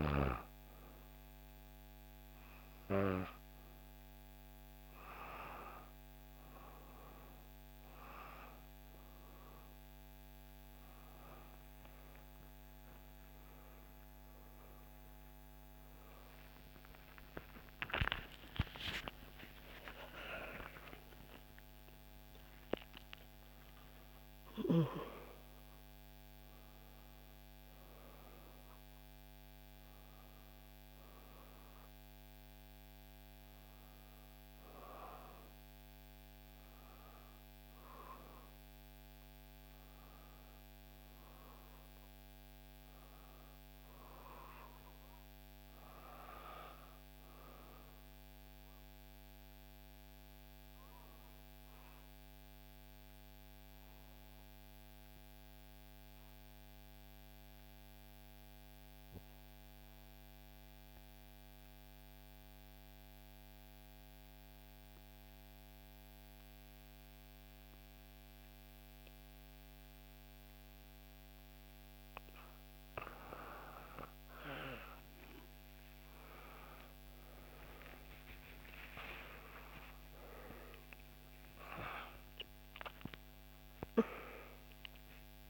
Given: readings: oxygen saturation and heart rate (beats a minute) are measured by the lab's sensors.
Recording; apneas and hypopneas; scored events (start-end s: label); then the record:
breathing in sleep by a microphone on the trachea; 1
0.00-1.00 s: arousal
3.50-18.50 s: oxygen desaturation (device-marked, oxygen 96% before, 92% lowest, heart rate 60 before, 62 extreme)
14.50-22.50 s: tachycardia (device-marked, heart rate 61 before, 157 extreme)
14.50-44.50 s: new sleep stage, N1 (lightest sleep)
16.50-18.50 s: long interval between heartbeats (device-marked, heart rate 64 before, 98 extreme)
19.00-21.00 s: long interval between heartbeats (device-marked, heart rate 69 before, 135 extreme)
19.00-23.50 s: arousal
44.50-74.50 s: new sleep stage, N2 (light sleep)
50.50-72.00 s: obstructive apnea (oxygen 98% before, 89% lowest, heart rate 65 before, 59 extreme, up 15 after)
70.50-85.50 s: oxygen desaturation (device-marked, oxygen 97% before, 89% lowest, heart rate 60 before, 61 extreme)
74.50-85.50 s: new sleep stage, N1 (lightest sleep)
75.50-81.00 s: arousal
76.50-78.50 s: long interval between heartbeats (device-marked, heart rate 61 before, 73 extreme)
From the record:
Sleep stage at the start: N2 (light sleep); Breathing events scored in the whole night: 374 in 7.0 hours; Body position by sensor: on the back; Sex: female